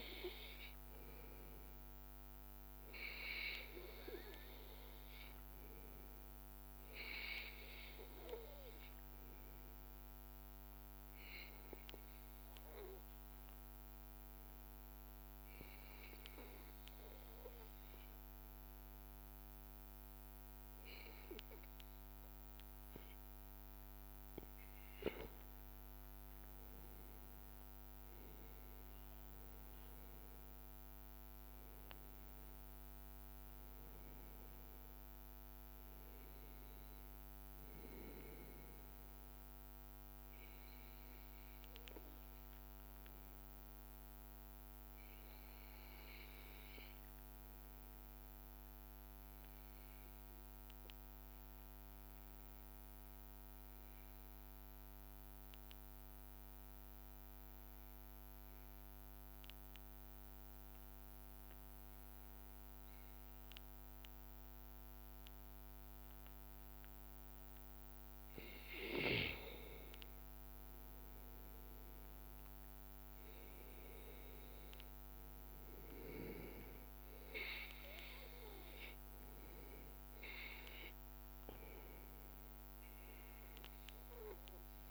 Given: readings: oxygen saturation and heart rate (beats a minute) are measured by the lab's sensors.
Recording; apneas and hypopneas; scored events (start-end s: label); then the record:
breathing in sleep by a microphone on the trachea; 2
8.00-24.50 s: obstructive apnea (oxygen 95% before, 92% lowest, heart rate 78 before, 79 extreme, up 0 after)
26.50-30.00 s: arousal
42.50-66.00 s: obstructive apnea (oxygen 95% before, 92% lowest, heart rate 79 before, 78 extreme, up 0 after)
66.50-70.00 s: arousal
68.50-84.91 s: oxygen desaturation (device-marked, oxygen 97% before, 92% lowest, heart rate 79 before, 78 extreme)
From the record:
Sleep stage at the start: N2 (light sleep); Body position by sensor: on the back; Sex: male